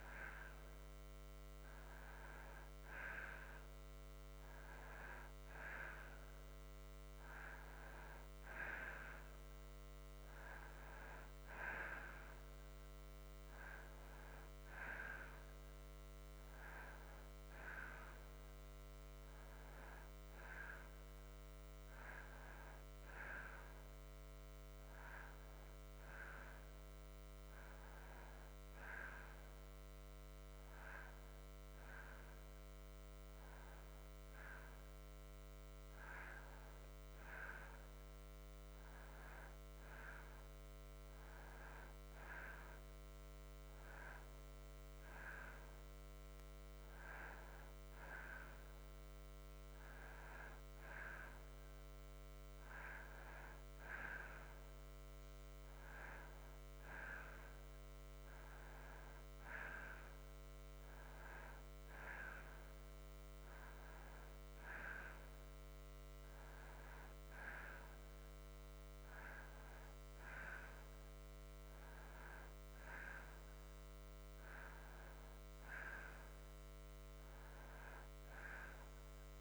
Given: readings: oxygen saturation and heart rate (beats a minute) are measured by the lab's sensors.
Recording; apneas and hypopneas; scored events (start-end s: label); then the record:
breathing in sleep by a microphone on the trachea; none
none scored
From the record:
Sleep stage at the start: N2 (light sleep); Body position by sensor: on the back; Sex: male